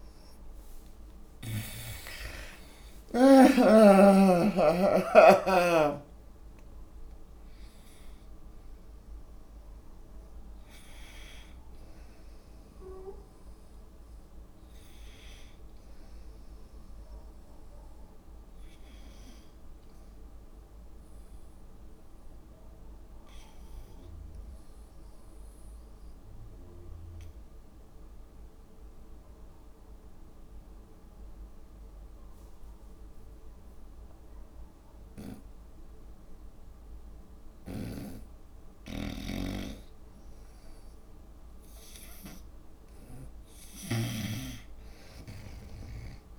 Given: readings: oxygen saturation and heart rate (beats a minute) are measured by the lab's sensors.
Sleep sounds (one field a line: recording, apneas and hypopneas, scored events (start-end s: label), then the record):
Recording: breathing in sleep by a room microphone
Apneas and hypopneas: 1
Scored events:
0.00-1.50 s: oxygen desaturation (device-marked, oxygen 84% lowest, heart rate 69 extreme)
1.50-3.50 s: long interval between heartbeats (device-marked, heart rate 86 before, 89 extreme)
3.00-9.00 s: arousal
3.50-5.50 s: long interval between heartbeats (device-marked, heart rate 87 before, 98 extreme)
21.50-36.50 s: obstructive apnea (oxygen 91% before, 91% lowest, heart rate 83 before, 70 extreme, up 5 after)
43.50-46.39 s: oxygen desaturation (device-marked, oxygen 98% before, 91% lowest, heart rate 71 before, 66 extreme)
From the record:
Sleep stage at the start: N2 (light sleep)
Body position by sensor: on the front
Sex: female